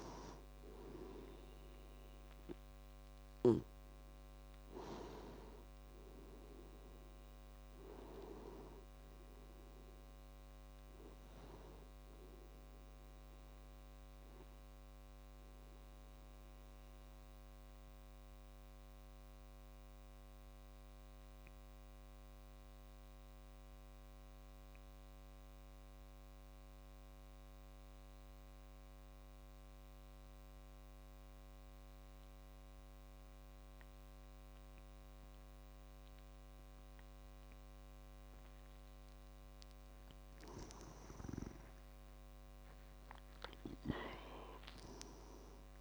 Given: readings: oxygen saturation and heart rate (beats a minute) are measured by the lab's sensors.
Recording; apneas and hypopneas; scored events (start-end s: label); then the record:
breathing in sleep by a microphone on the trachea; 1
0.00-20.50 s: oxygen desaturation (device-marked, oxygen 90% lowest)
15.50-39.50 s: obstructive apnea (oxygen 98% before, 90% lowest)
42.00-45.81 s: arousal
From the record:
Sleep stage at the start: N2 (light sleep); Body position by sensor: on the back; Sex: male